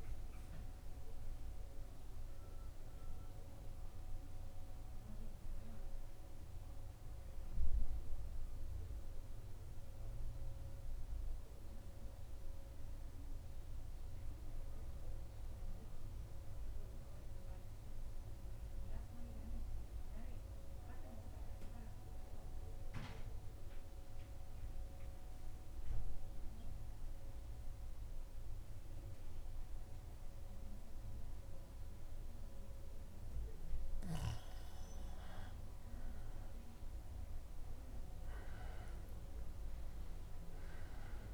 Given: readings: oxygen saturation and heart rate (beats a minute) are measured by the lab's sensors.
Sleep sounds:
breathing in sleep, hard to hear, by a room microphone; 1
0.00-31.50 s: oxygen desaturation (device-marked, oxygen 91% lowest, heart rate 74 extreme)
6.00-33.00 s: central apnea (oxygen 98% before, 91% lowest, heart rate 75 before, 74 extreme, up 2 after)
36.00-41.00 s: arousal
From the record:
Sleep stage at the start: N1 (lightest sleep); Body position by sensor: on the back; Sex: male

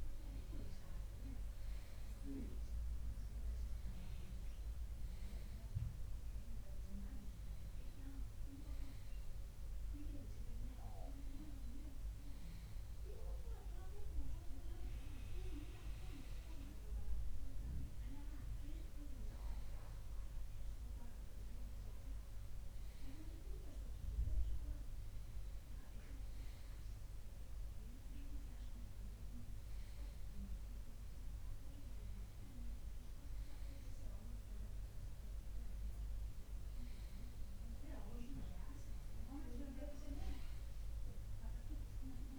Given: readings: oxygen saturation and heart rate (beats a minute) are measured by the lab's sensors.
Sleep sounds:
breathing in sleep by a room microphone; none
7.50-13.50 s: bradycardia (device-marked, heart rate 62 before, 59 extreme)
From the record:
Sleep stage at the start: N2 (light sleep); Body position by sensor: on the left side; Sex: male

